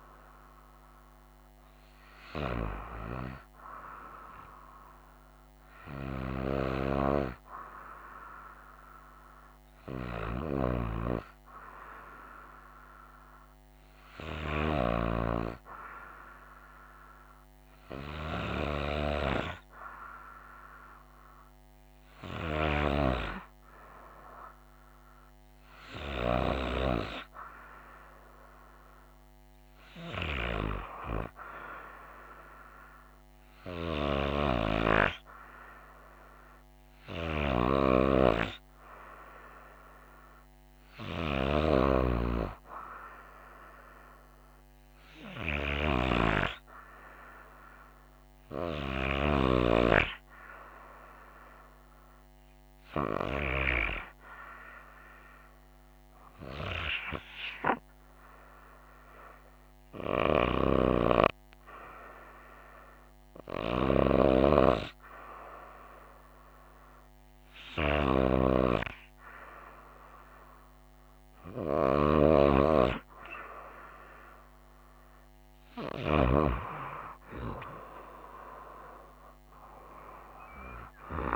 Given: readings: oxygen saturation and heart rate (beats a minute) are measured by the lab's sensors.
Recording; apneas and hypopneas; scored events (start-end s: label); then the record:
breathing in sleep by a microphone on the trachea; 1
21.50-25.50 s: arousal
42.00-60.50 s: hypopnea (oxygen 97% before, 95% lowest, heart rate 62 before, 61 extreme, up 2 after)
63.50-67.00 s: arousal
From the record:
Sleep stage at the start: N2 (light sleep); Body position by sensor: on the right side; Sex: female